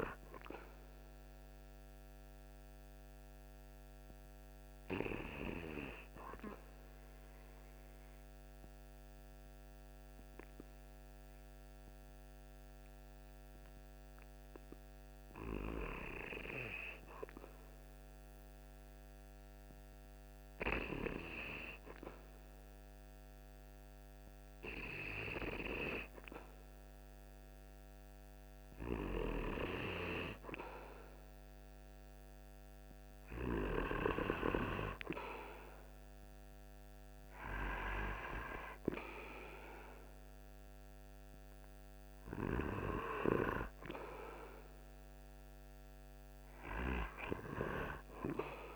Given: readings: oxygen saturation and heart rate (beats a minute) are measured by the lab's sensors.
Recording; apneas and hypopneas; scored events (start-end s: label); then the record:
breathing in sleep by a microphone on the trachea; 1
5.00-19.00 s: hypopnea (oxygen 97% before, 93% lowest, heart rate 50 before, 47 extreme, up 2 after)
21.50-25.50 s: arousal
From the record:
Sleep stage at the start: REM sleep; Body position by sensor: on the right side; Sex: male